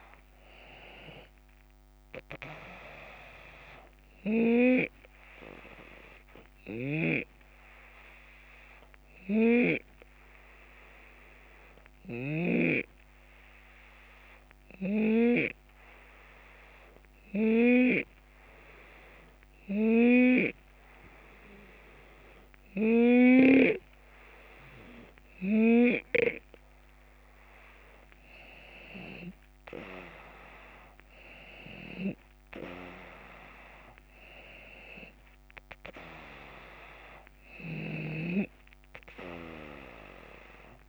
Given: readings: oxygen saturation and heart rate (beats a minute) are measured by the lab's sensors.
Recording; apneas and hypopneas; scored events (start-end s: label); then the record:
breathing in sleep by a microphone on the trachea; 1
0.00-6.50 s: drop in pulse transit time (device-marked, heart rate 80 extreme)
4.00-21.50 s: hypopnea (oxygen 94% before, 90% lowest, heart rate 78 before, 74 extreme, up 2 after)
9.00-12.50 s: snoring (device-marked)
25.50-28.50 s: arousal
From the record:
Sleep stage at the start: N2 (light sleep); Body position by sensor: on the left side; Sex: male